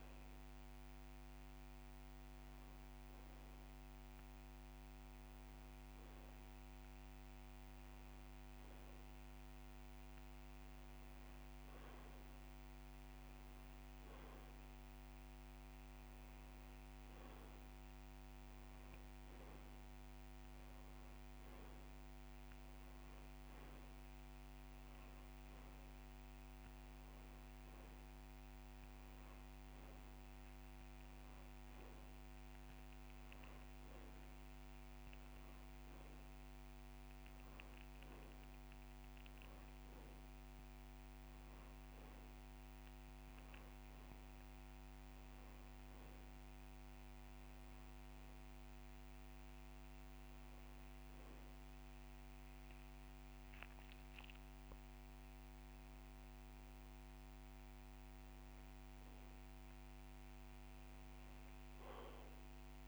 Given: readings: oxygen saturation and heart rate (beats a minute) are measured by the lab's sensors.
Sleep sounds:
breathing in sleep, hard to hear, by a microphone on the trachea; none
5.50-7.50 s: long interval between heartbeats (device-marked)
10.50-12.50 s: long interval between heartbeats (device-marked)
15.50-25.50 s: drop in pulse transit time (device-marked)
33.00-35.00 s: long interval between heartbeats (device-marked)
52.50-61.50 s: drop in pulse transit time (device-marked)
54.50-56.50 s: long interval between heartbeats (device-marked)
From the record:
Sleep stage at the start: N2 (light sleep); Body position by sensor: on the back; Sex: male

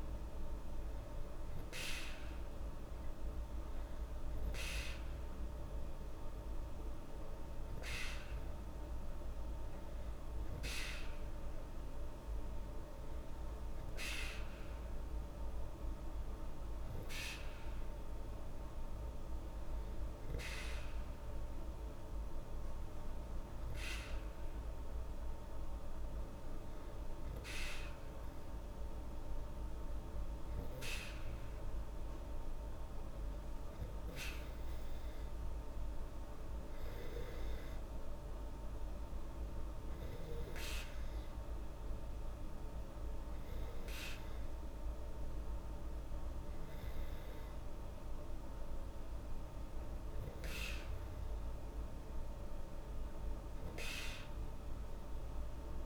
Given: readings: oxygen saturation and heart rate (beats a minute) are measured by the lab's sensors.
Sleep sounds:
breathing in sleep by a room microphone; none
none scored
From the record:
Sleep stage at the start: N2 (light sleep); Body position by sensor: on the back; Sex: female

